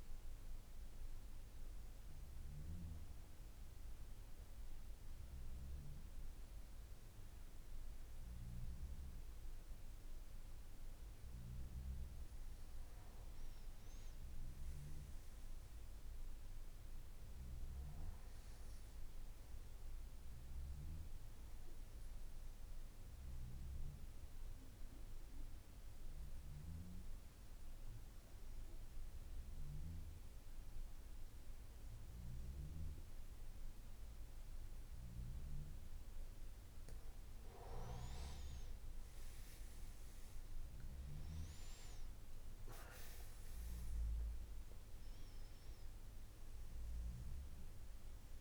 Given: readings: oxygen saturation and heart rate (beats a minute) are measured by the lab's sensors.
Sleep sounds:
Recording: breathing in sleep, hard to hear, by a room microphone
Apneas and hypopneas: 2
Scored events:
0.00-7.50 s: oxygen desaturation (device-marked, oxygen 93% lowest, heart rate 52 extreme)
3.00-13.50 s: obstructive apnea (oxygen 97% before, 89% lowest, heart rate 56 before, 52 extreme, up 6 after)
22.50-37.50 s: obstructive apnea (oxygen 96% before, 89% lowest, heart rate 56 before, 52 extreme, up 13 after)
43.50-48.41 s: oxygen desaturation (device-marked, oxygen 96% before, 89% lowest, heart rate 55 before, 52 extreme)
From the record:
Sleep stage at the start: N2 (light sleep)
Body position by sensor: on the back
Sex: male

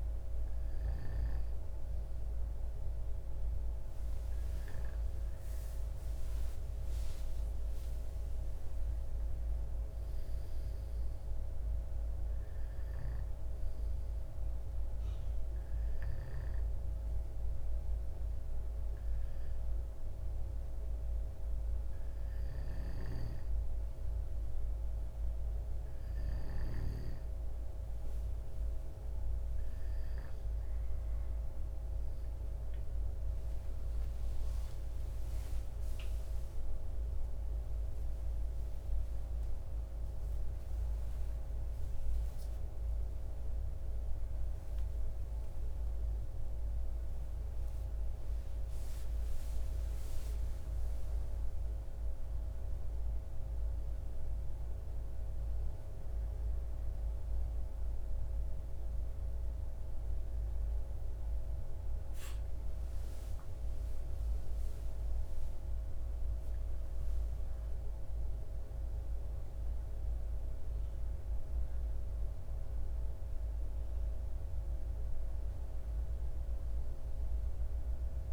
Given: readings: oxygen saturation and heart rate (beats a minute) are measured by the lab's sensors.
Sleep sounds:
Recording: a person awake in a sleep study, hard to hear, by a room microphone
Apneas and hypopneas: none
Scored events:
24.00-78.33 s: new sleep stage, awake
From the record:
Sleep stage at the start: N2 (light sleep)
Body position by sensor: on the back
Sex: male

